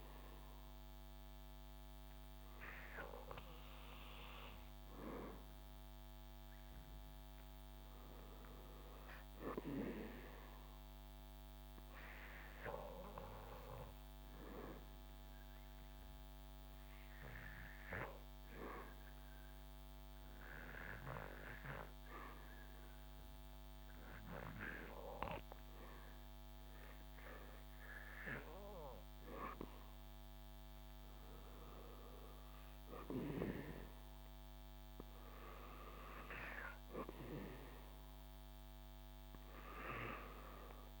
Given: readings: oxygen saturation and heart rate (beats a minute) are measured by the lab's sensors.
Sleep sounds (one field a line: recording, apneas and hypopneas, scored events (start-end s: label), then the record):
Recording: breathing in sleep by a microphone on the trachea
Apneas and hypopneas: 1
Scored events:
0.00-14.50 s: oxygen desaturation (device-marked, oxygen 90% lowest, heart rate 69 extreme)
12.50-26.00 s: hypopnea (oxygen 96% before, 91% lowest, heart rate 77 before, 69 extreme, up 8 after)
29.50-33.50 s: arousal
39.50-41.00 s: oxygen desaturation (device-marked, oxygen 97% before, 91% lowest, heart rate 74 before, 73 extreme)
From the record:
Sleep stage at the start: N2 (light sleep)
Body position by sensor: on the back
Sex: male